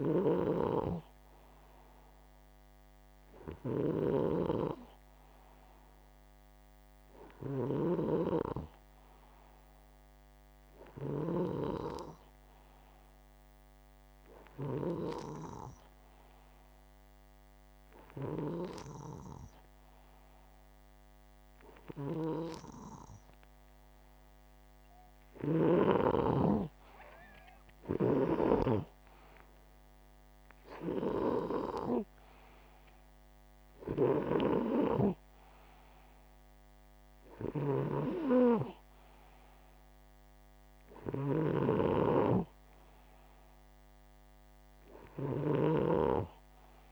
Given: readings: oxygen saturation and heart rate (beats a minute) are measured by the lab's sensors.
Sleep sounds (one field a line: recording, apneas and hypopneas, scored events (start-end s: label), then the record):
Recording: breathing in sleep by a microphone on the trachea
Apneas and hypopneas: none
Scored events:
0.00-25.50 s: snoring (device-marked)
37.00-46.92 s: snoring (device-marked)
From the record:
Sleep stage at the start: N2 (light sleep)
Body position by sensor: upright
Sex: male